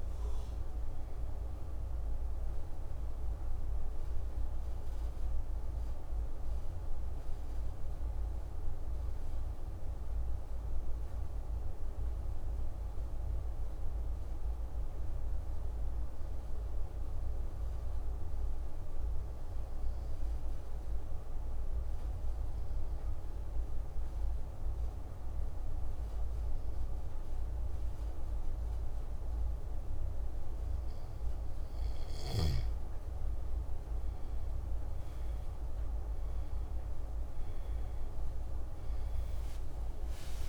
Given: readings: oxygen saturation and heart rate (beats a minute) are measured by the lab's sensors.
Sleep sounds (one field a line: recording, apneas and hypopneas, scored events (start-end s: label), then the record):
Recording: breathing in sleep, hard to hear, by a room microphone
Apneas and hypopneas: 1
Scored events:
10.00-31.50 s: obstructive apnea (oxygen 96% before, 93% lowest, heart rate 135 before, 28 extreme, up 0 after)
38.50-40.49 s: new sleep stage, awake
38.50-40.49 s: oxygen desaturation (device-marked, oxygen 97% before, 93% lowest, heart rate 108 before, 26 extreme)
From the record:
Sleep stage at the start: N2 (light sleep)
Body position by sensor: on the back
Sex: male